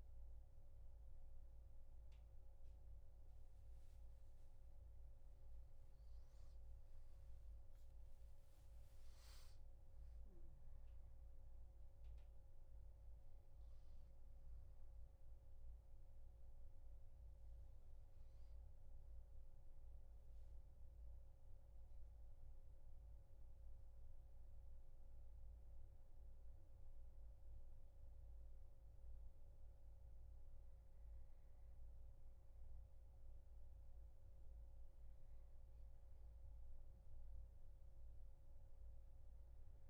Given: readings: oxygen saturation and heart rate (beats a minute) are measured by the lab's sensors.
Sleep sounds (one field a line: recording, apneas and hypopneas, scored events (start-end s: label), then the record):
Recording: breathing in sleep, hard to hear, by a room microphone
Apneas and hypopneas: none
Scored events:
none scored
From the record:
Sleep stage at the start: N2 (light sleep)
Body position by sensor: on the back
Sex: male